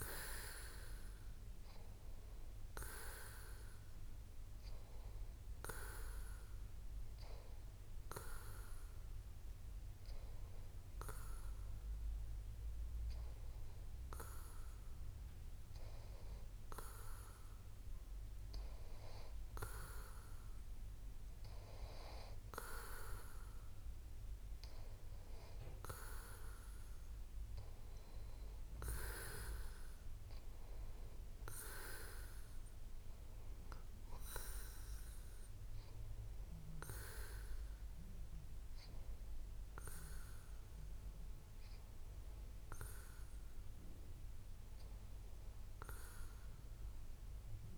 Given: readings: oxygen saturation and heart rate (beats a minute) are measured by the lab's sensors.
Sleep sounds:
breathing in sleep by a room microphone; none
none scored
From the record:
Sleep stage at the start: N2 (light sleep); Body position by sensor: on the back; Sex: male

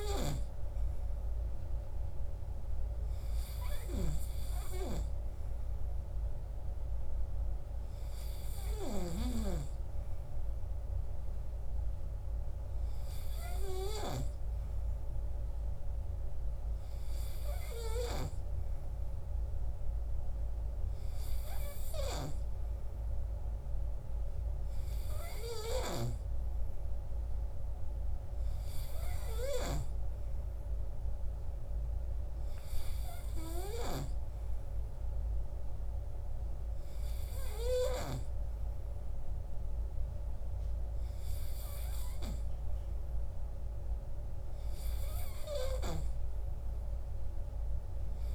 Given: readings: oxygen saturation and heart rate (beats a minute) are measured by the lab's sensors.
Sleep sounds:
breathing in sleep by a room microphone; none
none scored
From the record:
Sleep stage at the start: N3 (deep sleep); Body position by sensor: on the right side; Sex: male

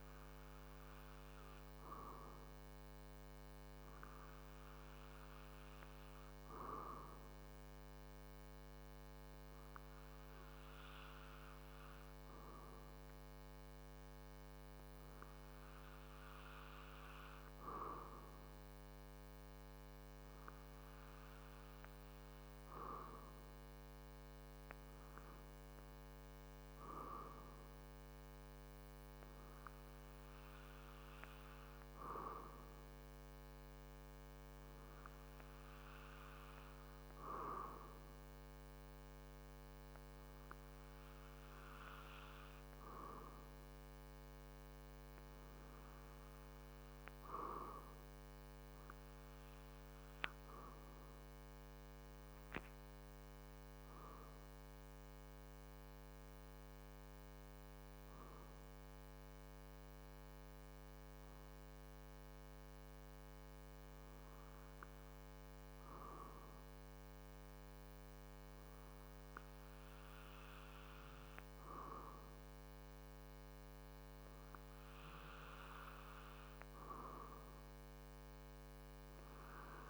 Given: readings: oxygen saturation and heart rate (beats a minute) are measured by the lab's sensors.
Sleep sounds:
breathing in sleep by a microphone on the trachea; 1
50.50-75.00 s: hypopnea (oxygen 96% before, 95% lowest, heart rate 46 before, 42 extreme, up 10 after)
78.00-79.90 s: arousal
From the record:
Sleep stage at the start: REM sleep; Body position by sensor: on the back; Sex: male

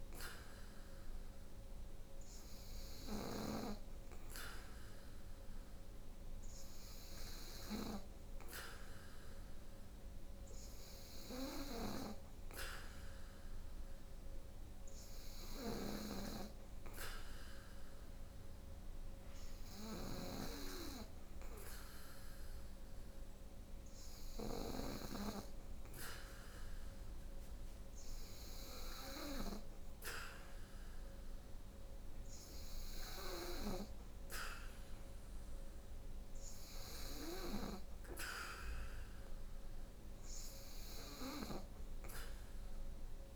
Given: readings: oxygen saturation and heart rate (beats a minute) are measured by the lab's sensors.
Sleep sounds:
breathing in sleep by a room microphone; none
none scored
From the record:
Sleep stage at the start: N2 (light sleep); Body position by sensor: on the back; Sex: female

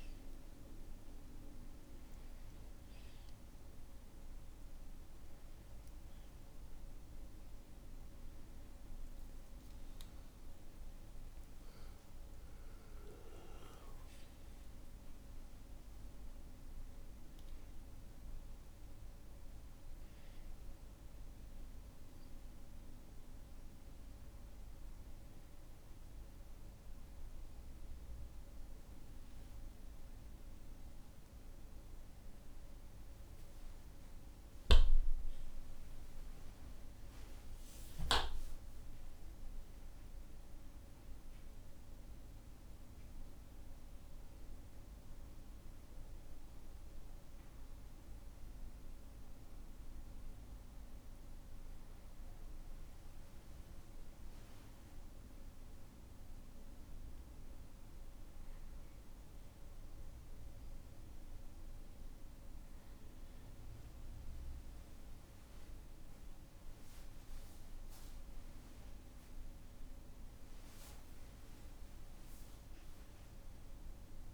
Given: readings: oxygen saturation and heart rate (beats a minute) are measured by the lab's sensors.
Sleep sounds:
a person partly awake in a sleep study, hard to hear, by a room microphone; 1
22.00-74.34 s: new sleep stage, N1 (lightest sleep)
42.50-61.00 s: hypopnea (oxygen 98% before, 95% lowest, heart rate 60 before, 58 extreme, up 5 after)
64.00-68.50 s: arousal
From the record:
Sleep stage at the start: awake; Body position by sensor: on the back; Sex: male

